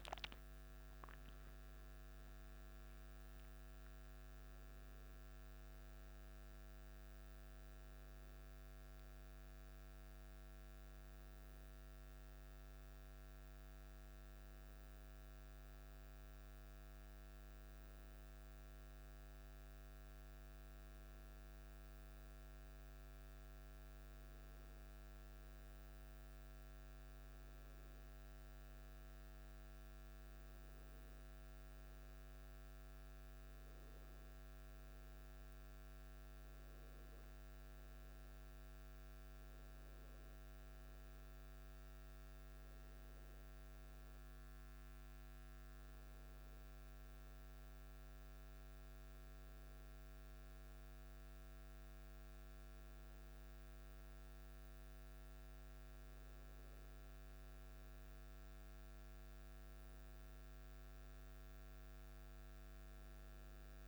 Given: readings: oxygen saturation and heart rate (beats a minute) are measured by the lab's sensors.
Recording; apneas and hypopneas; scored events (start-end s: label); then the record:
breathing in sleep, hard to hear, by a microphone on the trachea; none
0.00-1.50 s: arousal
From the record:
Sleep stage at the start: N1 (lightest sleep); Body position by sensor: on the back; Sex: male